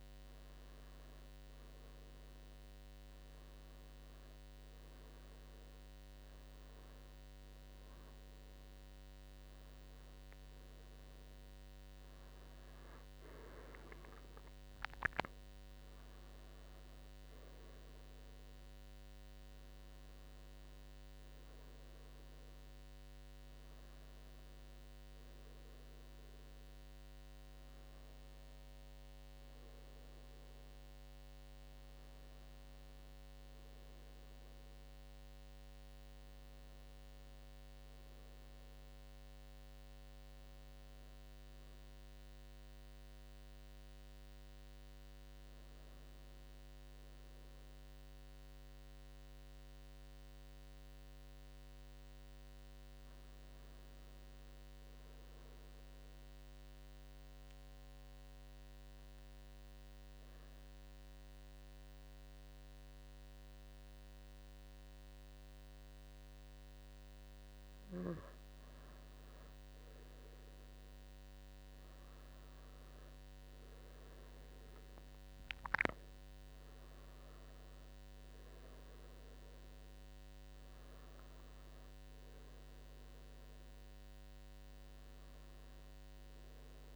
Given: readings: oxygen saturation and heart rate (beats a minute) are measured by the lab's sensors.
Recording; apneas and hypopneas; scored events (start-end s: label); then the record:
breathing in sleep, hard to hear, by a microphone on the trachea; 1
2.50-32.50 s: new sleep stage, N1 (lightest sleep)
10.50-14.50 s: arousal
32.50-86.96 s: new sleep stage, N2 (light sleep)
56.00-68.50 s: central apnea (oxygen 98% before, 93% lowest, heart rate 84 before, 83 extreme, up 5 after)
67.50-86.96 s: oxygen desaturation (device-marked, oxygen 96% before, 93% lowest, heart rate 84 before, 85 extreme)
71.00-75.50 s: arousal
From the record:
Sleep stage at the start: N2 (light sleep); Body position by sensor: on the right side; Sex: male